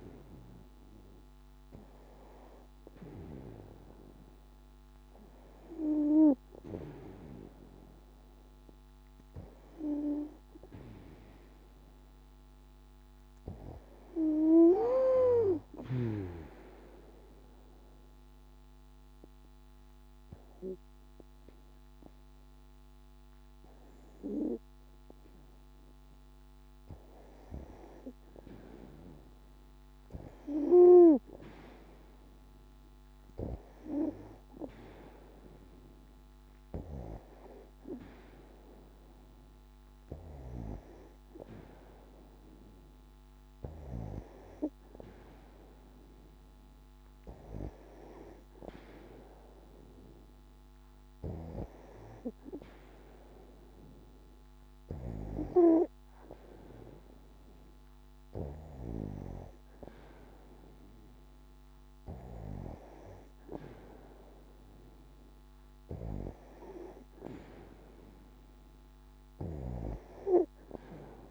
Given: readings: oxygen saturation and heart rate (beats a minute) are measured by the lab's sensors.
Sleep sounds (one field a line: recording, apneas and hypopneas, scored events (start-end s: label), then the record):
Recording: a person partly awake in a sleep study, by a microphone on the trachea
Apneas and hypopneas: 1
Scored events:
7.00-71.31 s: new sleep stage, N2 (light sleep)
15.50-28.00 s: hypopnea (oxygen 95% before, 90% lowest, heart rate 67 before, 60 extreme, up 5 after)
30.00-33.50 s: arousal
43.00-54.00 s: oxygen desaturation (device-marked, oxygen 94% before, 90% lowest, heart rate 65 before, 61 extreme)
From the record:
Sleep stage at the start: awake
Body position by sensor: on the back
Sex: female